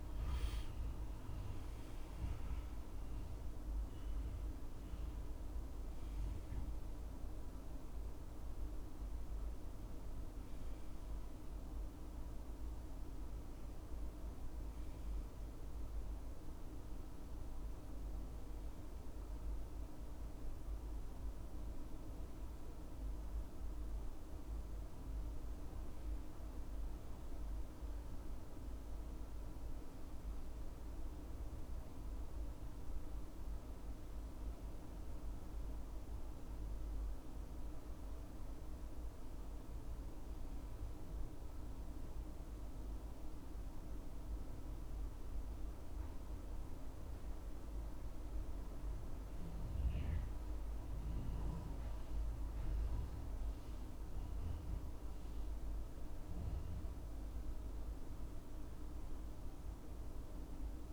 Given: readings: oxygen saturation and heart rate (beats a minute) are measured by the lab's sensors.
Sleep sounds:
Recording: breathing in sleep, hard to hear, by a room microphone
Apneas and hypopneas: none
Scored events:
0.00-32.00 s: oxygen desaturation (device-marked, oxygen 81% lowest, heart rate 69 extreme)
52.50-56.00 s: arousal
From the record:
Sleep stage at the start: N2 (light sleep)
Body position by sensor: on the back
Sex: male

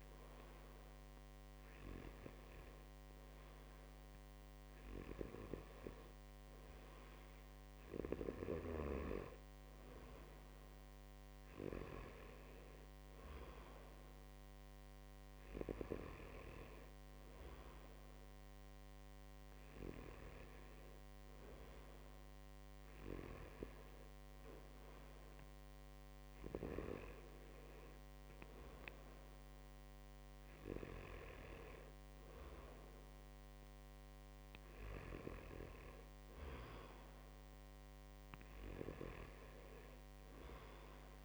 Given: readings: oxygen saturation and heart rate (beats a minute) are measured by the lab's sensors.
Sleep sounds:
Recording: breathing in sleep by a microphone on the trachea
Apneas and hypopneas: none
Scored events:
none scored
From the record:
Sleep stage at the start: N2 (light sleep)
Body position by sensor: on the right side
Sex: male

